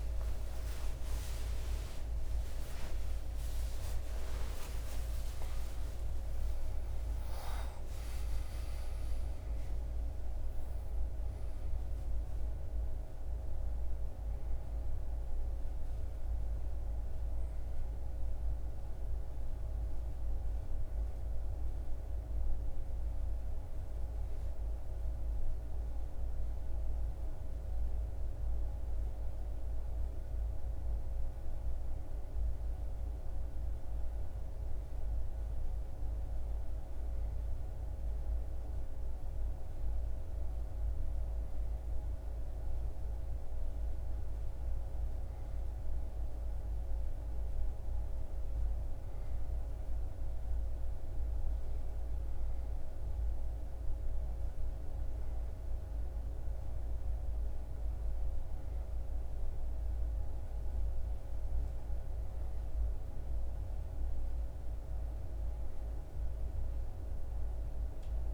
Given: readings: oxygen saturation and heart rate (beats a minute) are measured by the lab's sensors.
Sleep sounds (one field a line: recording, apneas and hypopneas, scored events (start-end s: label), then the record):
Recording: breathing in sleep, hard to hear, by a room microphone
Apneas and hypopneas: none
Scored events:
1.00-5.50 s: arousal
From the record:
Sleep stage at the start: N1 (lightest sleep)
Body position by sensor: on the back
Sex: male